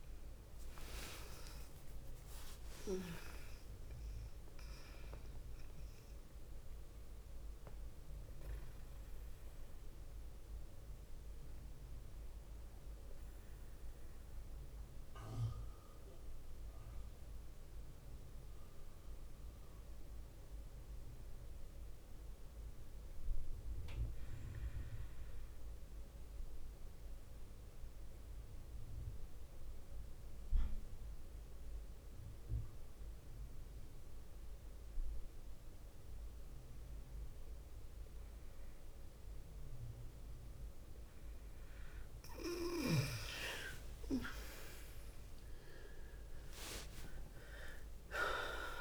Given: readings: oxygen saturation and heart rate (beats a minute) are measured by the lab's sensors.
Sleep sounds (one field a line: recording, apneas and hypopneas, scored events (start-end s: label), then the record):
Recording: breathing in sleep by a room microphone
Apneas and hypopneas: 1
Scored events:
0.00-24.00 s: oxygen desaturation (device-marked, oxygen 92% lowest, heart rate 48 extreme)
7.50-42.50 s: obstructive apnea (oxygen 99% before, 92% lowest, heart rate 55 before, 45 extreme, up 10 after)
37.00-48.81 s: oxygen desaturation (device-marked, oxygen 100% before, 92% lowest, heart rate 52 before, 44 extreme)
43.50-48.50 s: arousal
From the record:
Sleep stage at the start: N2 (light sleep)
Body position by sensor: on the left side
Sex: female